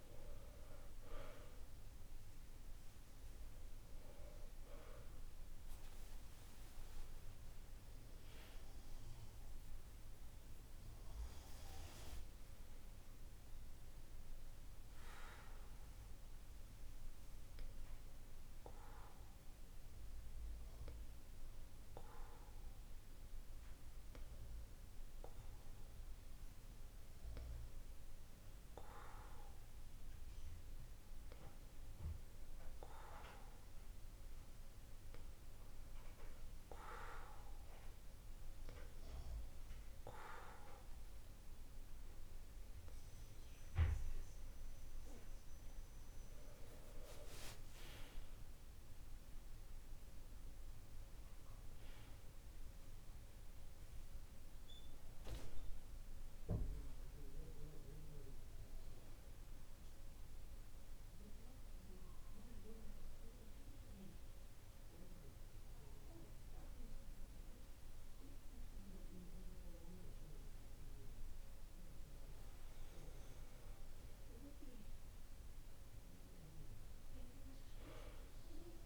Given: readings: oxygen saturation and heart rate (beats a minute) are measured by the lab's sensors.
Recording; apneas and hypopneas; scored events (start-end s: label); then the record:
breathing in sleep by a room microphone; 2
6.00-11.00 s: arousal
16.00-42.50 s: hypopnea (oxygen 98% before, 94% lowest, heart rate 51 before, 49 extreme, up 4 after)
44.00-49.00 s: arousal
60.00-73.00 s: hypopnea (oxygen 96% before, 93% lowest, heart rate 51 before, 49 extreme, up 4 after)
74.00-77.50 s: arousal
From the record:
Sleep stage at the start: N2 (light sleep); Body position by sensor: on the back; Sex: male